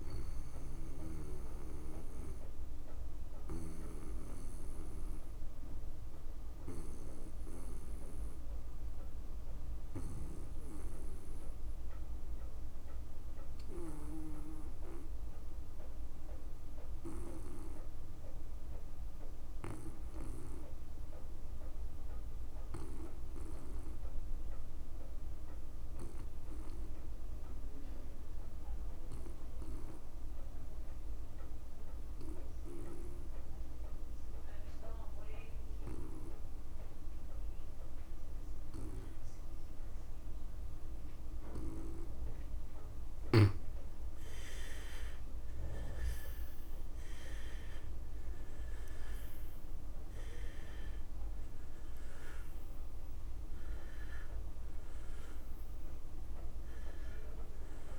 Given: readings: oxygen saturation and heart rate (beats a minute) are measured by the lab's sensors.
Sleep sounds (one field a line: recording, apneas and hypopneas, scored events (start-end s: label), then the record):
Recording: breathing in sleep by a room microphone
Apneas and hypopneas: 1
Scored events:
0.00-13.00 s: oxygen desaturation (device-marked, oxygen 76% lowest)
0.50-43.50 s: obstructive apnea (oxygen 96% before, 73% lowest)
13.50-15.50 s: long interval between heartbeats (device-marked)
25.00-57.99 s: oxygen desaturation (device-marked, oxygen 99% before, 73% lowest)
27.50-29.50 s: long interval between heartbeats (device-marked)
45.50-49.00 s: arousal
From the record:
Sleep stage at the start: N2 (light sleep)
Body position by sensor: on the back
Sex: male